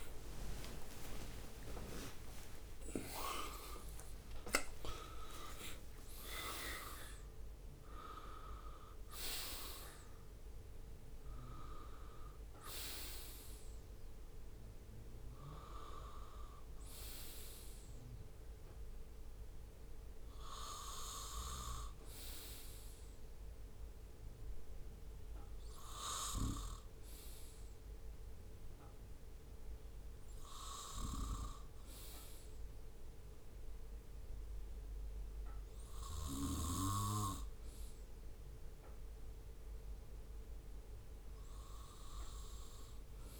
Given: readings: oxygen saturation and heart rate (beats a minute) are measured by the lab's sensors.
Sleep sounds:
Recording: breathing in sleep by a room microphone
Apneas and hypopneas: none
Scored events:
0.00-3.50 s: arousal
0.50-2.50 s: long interval between heartbeats (device-marked, heart rate 74 before, 89 extreme)
22.50-35.50 s: oxygen desaturation (device-marked, oxygen 96% before, 91% lowest, heart rate 83 before, 65 extreme)
37.00-41.00 s: arousal
From the record:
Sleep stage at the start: N2 (light sleep)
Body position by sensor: on the right side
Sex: male

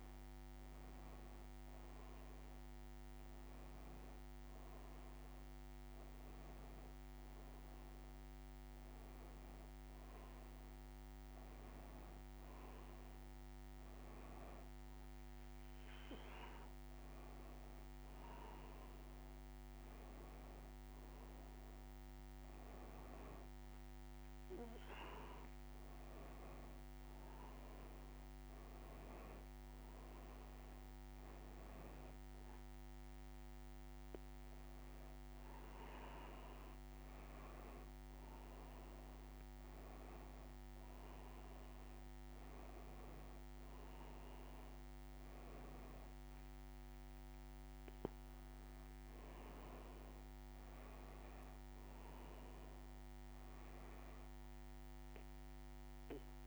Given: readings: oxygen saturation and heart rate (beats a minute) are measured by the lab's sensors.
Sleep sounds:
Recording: breathing in sleep, hard to hear, by a microphone on the trachea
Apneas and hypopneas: none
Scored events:
none scored
From the record:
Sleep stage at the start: N1 (lightest sleep)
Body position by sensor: on the back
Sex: female

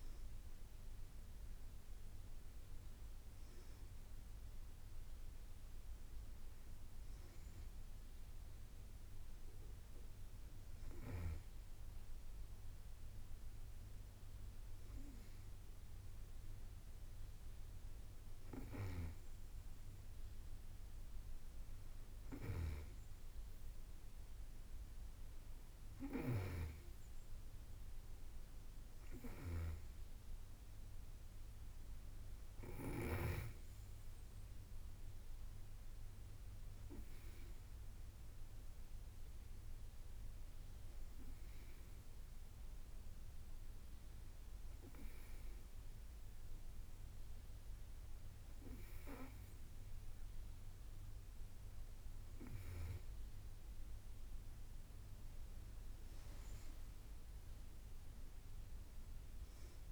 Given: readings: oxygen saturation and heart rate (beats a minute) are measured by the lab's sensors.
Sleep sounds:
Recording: breathing in sleep by a room microphone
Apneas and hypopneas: none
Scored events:
22.50-33.50 s: snoring (device-marked)
From the record:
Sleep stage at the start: N2 (light sleep)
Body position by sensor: on the back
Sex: female

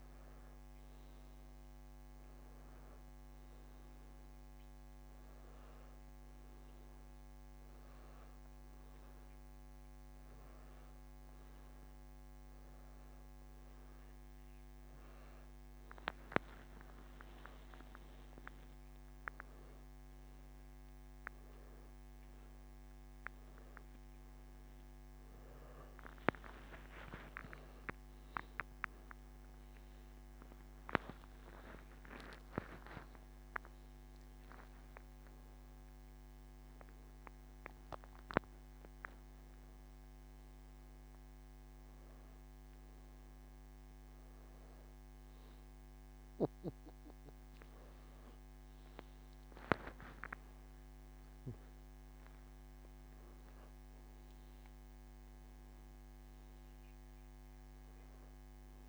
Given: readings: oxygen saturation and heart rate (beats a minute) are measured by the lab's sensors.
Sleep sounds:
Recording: a person partly awake in a sleep study, by a microphone on the trachea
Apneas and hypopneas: none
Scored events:
36.00-58.89 s: new sleep stage, awake
From the record:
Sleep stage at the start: N1 (lightest sleep)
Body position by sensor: on the back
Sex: male

